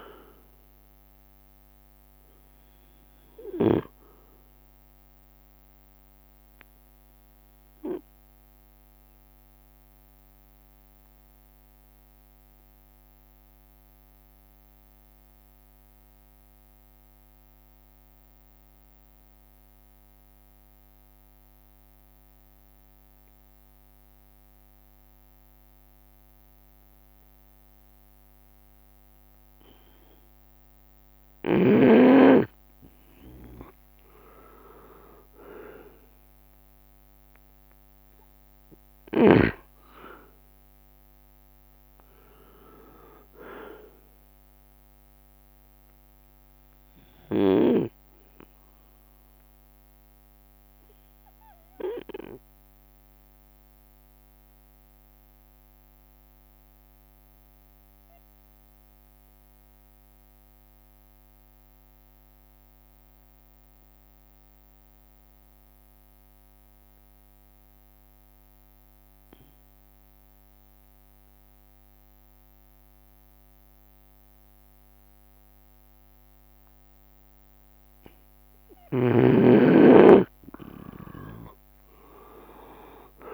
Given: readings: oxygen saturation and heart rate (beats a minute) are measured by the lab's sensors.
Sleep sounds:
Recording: breathing in sleep by a microphone on the trachea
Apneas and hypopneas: 2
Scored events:
0.00-2.00 s: leg movement (device-marked)
0.00-83.34 s: bradycardia (device-marked)
3.50-5.50 s: long interval between heartbeats (device-marked)
7.00-30.50 s: obstructive apnea (oxygen 99% before, 93% lowest)
20.50-22.50 s: long interval between heartbeats (device-marked)
29.00-31.50 s: leg movement (device-marked)
32.50-36.50 s: arousal
33.00-61.00 s: oxygen desaturation (device-marked, oxygen 98% before, 93% lowest)
33.50-36.50 s: leg movement (device-marked)
39.50-41.50 s: long interval between heartbeats (device-marked)
49.00-77.50 s: obstructive apnea (oxygen 98% before, 91% lowest)
49.50-54.00 s: leg movement (device-marked)
51.00-53.00 s: drop in pulse transit time (device-marked)
58.00-60.00 s: long interval between heartbeats (device-marked)
61.00 s: drop in pulse transit time (device-marked)
75.00-83.34 s: drop in pulse transit time (device-marked)
76.00-83.34 s: oxygen desaturation (device-marked, oxygen 98% before, 91% lowest)
76.50-78.50 s: long interval between heartbeats (device-marked)
77.50-79.50 s: leg movement (device-marked)
80.00-82.00 s: long interval between heartbeats (device-marked)
80.00-83.34 s: arousal
82.00-83.34 s: leg movement (device-marked)
From the record:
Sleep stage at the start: N2 (light sleep)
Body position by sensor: on the right side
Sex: male

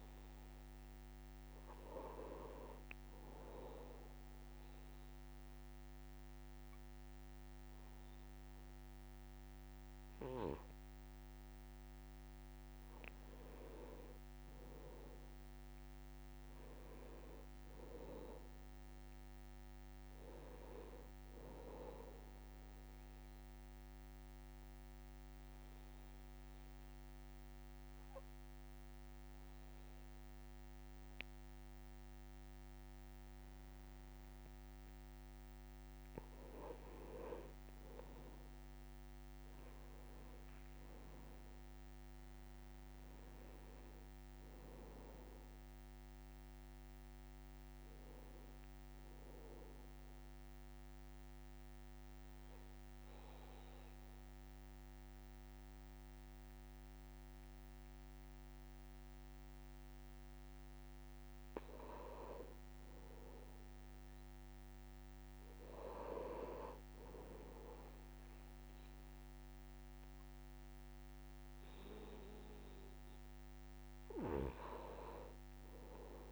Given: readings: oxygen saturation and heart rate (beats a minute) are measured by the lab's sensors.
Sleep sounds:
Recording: breathing in sleep by a microphone on the trachea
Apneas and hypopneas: 3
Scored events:
3.00-13.00 s: obstructive apnea (oxygen 96% before, 90% lowest, heart rate 63 before, 63 extreme, up 0 after)
15.00-19.00 s: arousal
24.50-36.00 s: obstructive apnea (oxygen 95% before, 90% lowest, heart rate 63 before, 60 extreme, up 1 after)
39.50-45.00 s: arousal
44.00-63.00 s: oxygen desaturation (device-marked, oxygen 96% before, 90% lowest, heart rate 63 before, 60 extreme)
50.00-60.00 s: obstructive apnea (oxygen 96% before, 90% lowest, heart rate 64 before, 60 extreme, up 3 after)
63.00-67.00 s: arousal
72.00-76.32 s: oxygen desaturation (device-marked, oxygen 97% before, 93% lowest, heart rate 62 before, 62 extreme)
From the record:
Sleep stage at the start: N2 (light sleep)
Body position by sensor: on the back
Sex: male

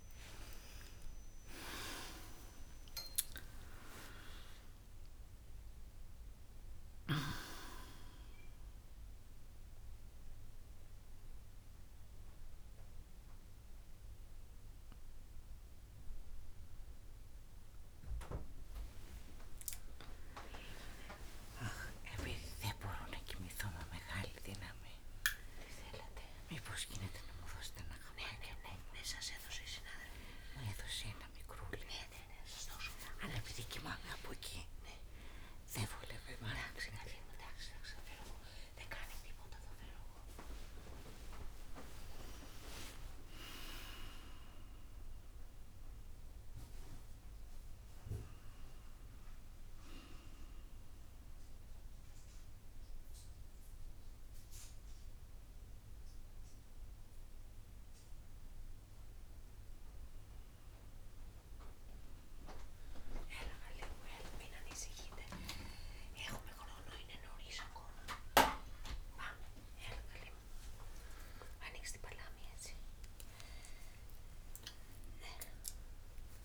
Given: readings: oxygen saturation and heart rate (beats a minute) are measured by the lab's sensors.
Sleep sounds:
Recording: a person awake in a sleep study, by a room microphone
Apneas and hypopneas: none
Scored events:
0.00-2.00 s: long interval between heartbeats (device-marked, heart rate 73 before, 82 extreme)
34.00-36.00 s: long interval between heartbeats (device-marked, heart rate 66 before, 78 extreme)
64.50-66.50 s: long interval between heartbeats (device-marked, heart rate 61 before, 69 extreme)
70.50-76.45 s: tachycardia (device-marked, heart rate 67 before, 114 extreme)
71.00-73.00 s: long interval between heartbeats (device-marked, heart rate 65 before, 85 extreme)
73.00-75.00 s: long interval between heartbeats (device-marked, heart rate 67 before, 94 extreme)
From the record:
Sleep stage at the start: awake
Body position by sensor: on the back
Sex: female

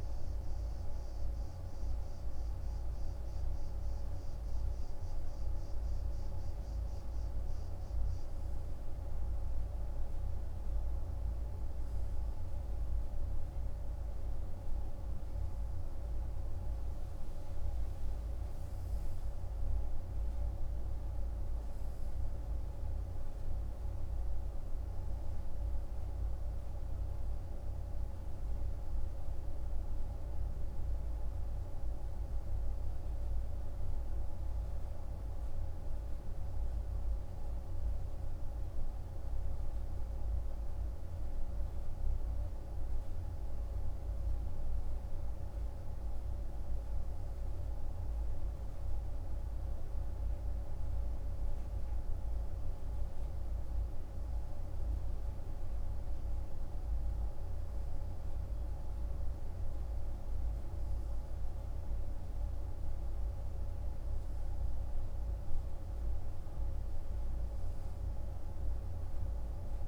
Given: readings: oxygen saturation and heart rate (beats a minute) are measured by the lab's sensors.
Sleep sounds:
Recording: breathing in sleep, hard to hear, by a room microphone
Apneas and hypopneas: none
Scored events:
none scored
From the record:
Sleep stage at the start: N2 (light sleep)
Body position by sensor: on the right side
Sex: male

